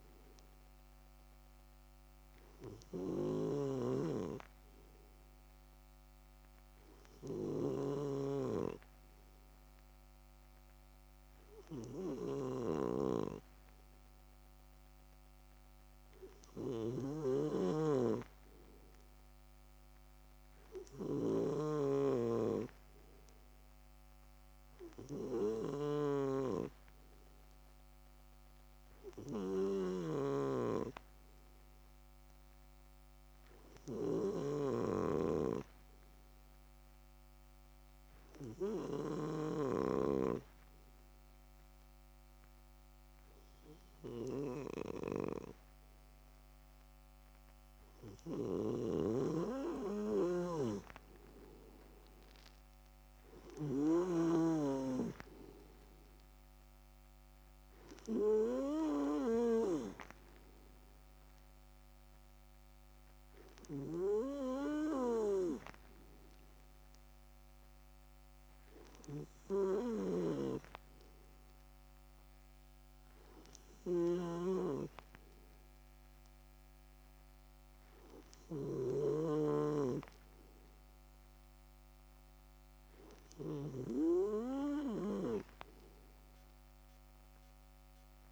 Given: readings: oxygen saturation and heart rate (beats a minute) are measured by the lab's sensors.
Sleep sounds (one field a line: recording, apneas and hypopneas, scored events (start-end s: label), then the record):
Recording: breathing in sleep by a microphone on the trachea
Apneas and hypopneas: 1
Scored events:
0.00-39.50 s: snoring (device-marked)
34.50-49.00 s: obstructive apnea (oxygen 97% before, 94% lowest)
48.00-54.50 s: snoring (device-marked)
52.00-56.00 s: arousal
74.00-79.00 s: snoring (device-marked)
From the record:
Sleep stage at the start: N2 (light sleep)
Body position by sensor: on the left side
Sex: male